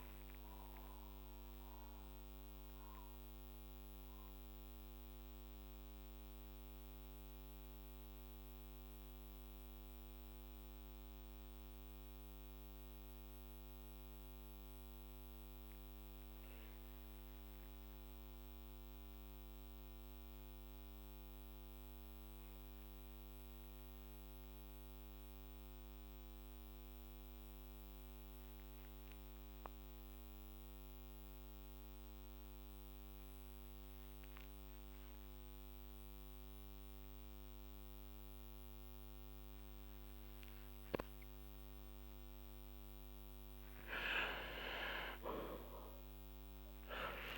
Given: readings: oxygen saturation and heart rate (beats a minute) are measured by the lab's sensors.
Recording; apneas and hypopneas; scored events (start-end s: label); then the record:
breathing in sleep by a microphone on the trachea; 1
1.00-42.00 s: mixed apnea (oxygen 99% before, 93% lowest, heart rate 52 before, 47 extreme, up 16 after)
27.50-38.50 s: oxygen desaturation (device-marked, oxygen 96% before, 93% lowest, heart rate 48 before, 51 extreme)
From the record:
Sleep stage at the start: N2 (light sleep); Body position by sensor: on the back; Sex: male